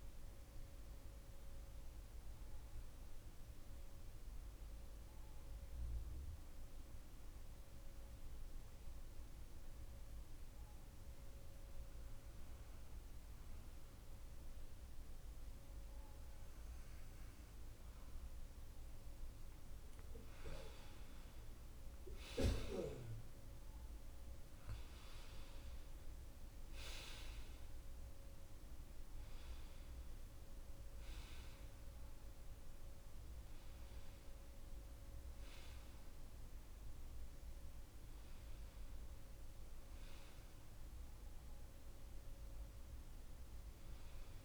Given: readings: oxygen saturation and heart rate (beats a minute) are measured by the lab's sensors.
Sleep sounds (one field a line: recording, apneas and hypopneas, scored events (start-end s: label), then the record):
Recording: breathing in sleep, hard to hear, by a room microphone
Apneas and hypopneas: 1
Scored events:
2.00-17.00 s: hypopnea (oxygen 95% before, 93% lowest, heart rate 33 before, 25 extreme, up 23 after)
19.50-22.50 s: arousal
From the record:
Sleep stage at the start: N2 (light sleep)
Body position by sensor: on the back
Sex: male